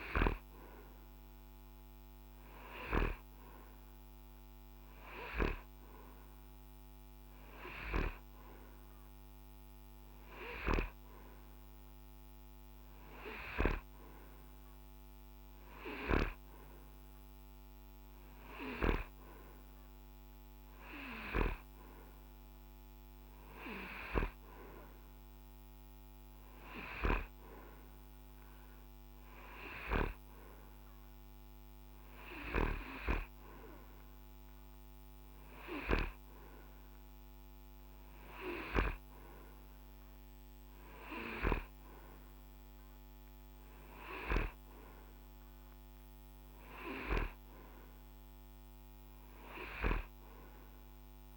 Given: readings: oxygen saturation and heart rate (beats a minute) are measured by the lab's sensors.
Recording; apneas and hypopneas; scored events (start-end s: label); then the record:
breathing in sleep by a microphone on the trachea; none
none scored
From the record:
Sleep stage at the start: N2 (light sleep); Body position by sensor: on the right side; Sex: male